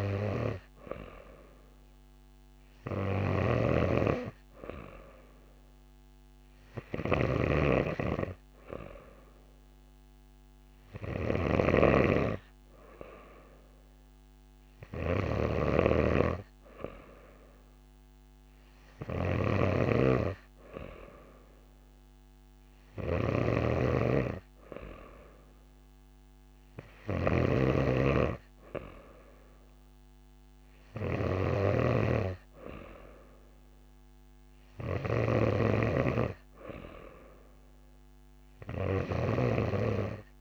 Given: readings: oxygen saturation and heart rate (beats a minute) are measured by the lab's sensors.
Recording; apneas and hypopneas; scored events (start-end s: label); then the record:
breathing in sleep by a microphone on the trachea; none
3.00-40.41 s: snoring (device-marked)
From the record:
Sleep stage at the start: N2 (light sleep); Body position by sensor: on the back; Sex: female